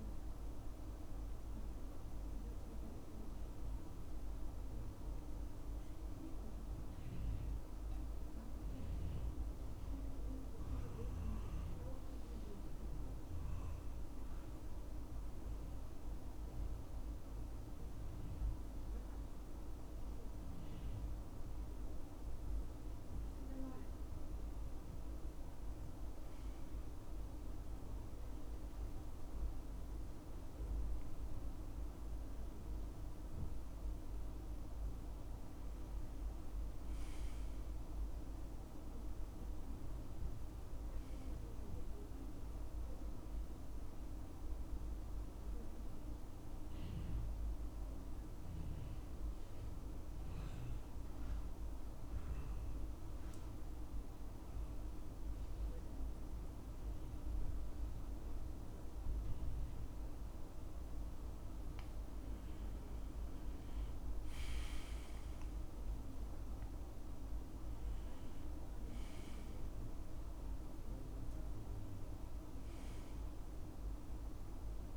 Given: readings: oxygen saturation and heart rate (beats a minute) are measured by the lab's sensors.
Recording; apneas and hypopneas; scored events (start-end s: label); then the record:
breathing in sleep, hard to hear, by a room microphone; 2
12.00-24.00 s: hypopnea (oxygen 100% before, 92% lowest, heart rate 74 before, 64 extreme, up 2 after)
24.00-74.97 s: new sleep stage, N2 (light sleep)
24.50-28.50 s: arousal
43.50-60.50 s: mixed apnea (oxygen 100% before, 90% lowest, heart rate 73 before, 65 extreme, up 11 after)
63.50-68.50 s: arousal
66.00-74.97 s: oxygen desaturation (device-marked, oxygen 98% before, 90% lowest, heart rate 69 before, 67 extreme)
From the record:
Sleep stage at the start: N1 (lightest sleep); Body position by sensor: on the right side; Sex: male